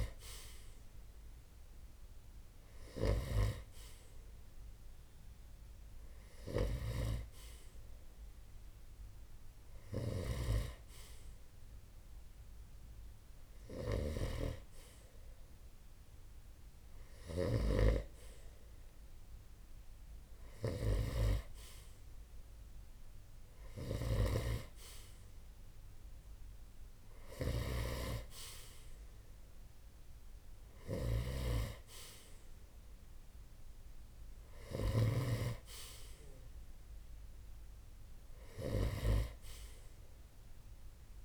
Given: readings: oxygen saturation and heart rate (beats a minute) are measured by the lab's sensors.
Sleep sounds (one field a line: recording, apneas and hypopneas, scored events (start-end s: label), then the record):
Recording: breathing in sleep by a room microphone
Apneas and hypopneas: none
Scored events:
16.50-20.50 s: snoring (device-marked)
34.00-38.50 s: snoring (device-marked)
From the record:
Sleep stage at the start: N2 (light sleep)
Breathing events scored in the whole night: 174 in 4.2 hours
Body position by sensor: on the right side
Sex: male